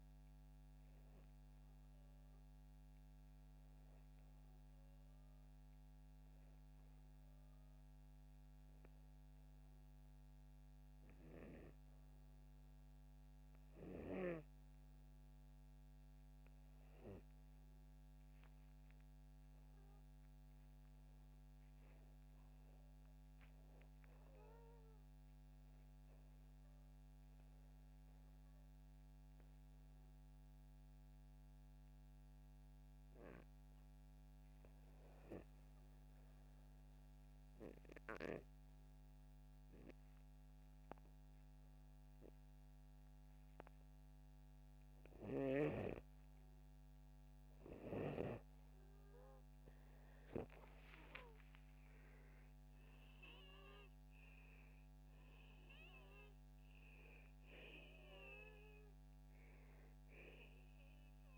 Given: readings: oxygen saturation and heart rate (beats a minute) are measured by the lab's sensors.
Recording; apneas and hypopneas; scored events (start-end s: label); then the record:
breathing in sleep by a microphone on the trachea; 1
36.00-46.50 s: obstructive apnea (oxygen 97% before, 91% lowest, heart rate 78 before, 77 extreme, up 2 after)
50.50-54.50 s: arousal
From the record:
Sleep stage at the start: N2 (light sleep); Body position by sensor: upright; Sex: male